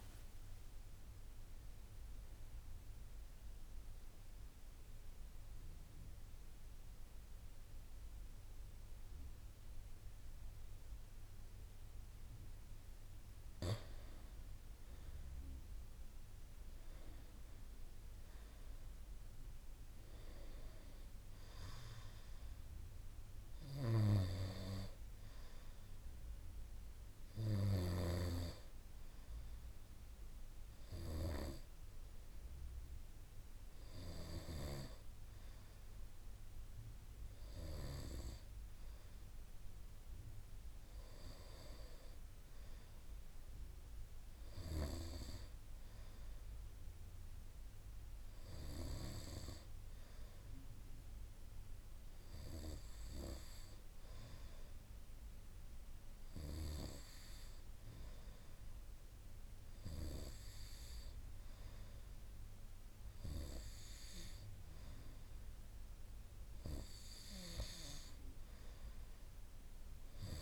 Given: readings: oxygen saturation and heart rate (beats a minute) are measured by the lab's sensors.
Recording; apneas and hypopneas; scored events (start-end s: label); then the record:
breathing in sleep by a room microphone; none
0.00-15.00 s: tachycardia (device-marked)
32.00-42.00 s: oxygen desaturation (device-marked, oxygen 98% before, 94% lowest)
From the record:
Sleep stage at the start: N2 (light sleep); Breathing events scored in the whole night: 109 in 4.7 hours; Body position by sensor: on the right side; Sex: male